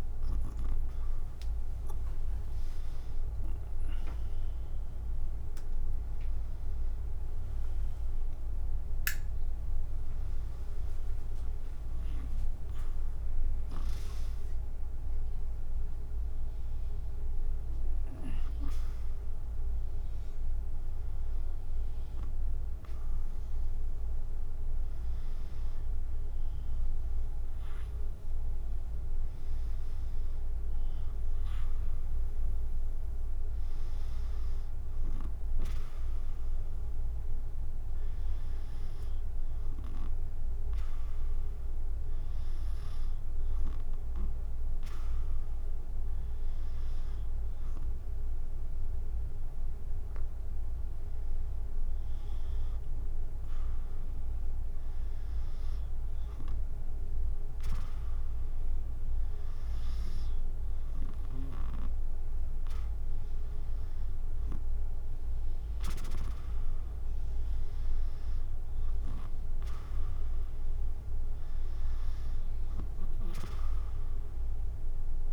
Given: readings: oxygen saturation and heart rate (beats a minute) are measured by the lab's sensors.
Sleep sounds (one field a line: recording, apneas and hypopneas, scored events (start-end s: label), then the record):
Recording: a person partly awake in a sleep study, hard to hear, by a room microphone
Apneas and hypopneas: none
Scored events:
25.00-75.33 s: new sleep stage, N2 (light sleep)
From the record:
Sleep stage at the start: awake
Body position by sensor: on the back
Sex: female